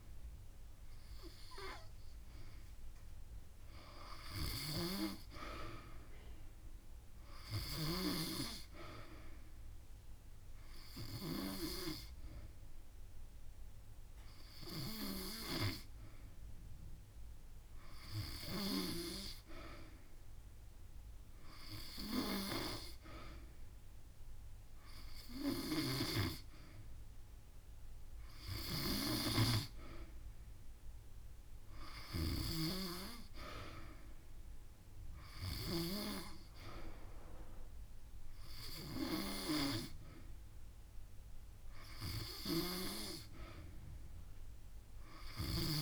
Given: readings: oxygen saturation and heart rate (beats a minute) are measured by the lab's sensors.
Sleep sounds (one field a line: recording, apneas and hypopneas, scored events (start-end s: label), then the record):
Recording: breathing in sleep by a room microphone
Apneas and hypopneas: none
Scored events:
28.50-33.50 s: drop in pulse transit time (device-marked)
34.50-36.50 s: long interval between heartbeats (device-marked)
From the record:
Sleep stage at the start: N3 (deep sleep)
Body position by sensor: on the back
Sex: female